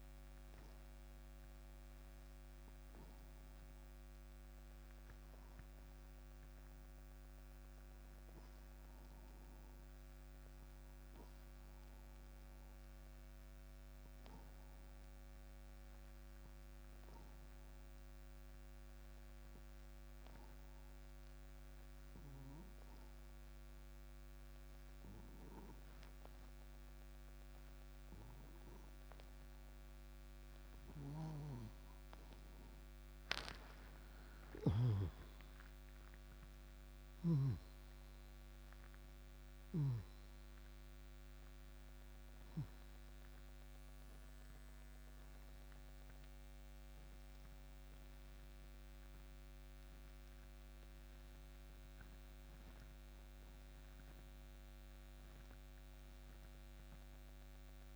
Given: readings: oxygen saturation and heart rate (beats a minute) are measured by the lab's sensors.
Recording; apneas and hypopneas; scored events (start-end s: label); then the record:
breathing in sleep, hard to hear, by a microphone on the trachea; 1
15.00-32.00 s: obstructive apnea (oxygen 98% before, 85% lowest, heart rate 185 before, 119 extreme, up 21 after)
34.50-39.50 s: arousal
37.00-40.50 s: snoring (device-marked)
41.00-57.96 s: oxygen desaturation (device-marked, oxygen 94% before, 85% lowest)
From the record:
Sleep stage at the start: N2 (light sleep); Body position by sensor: on the right side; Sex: male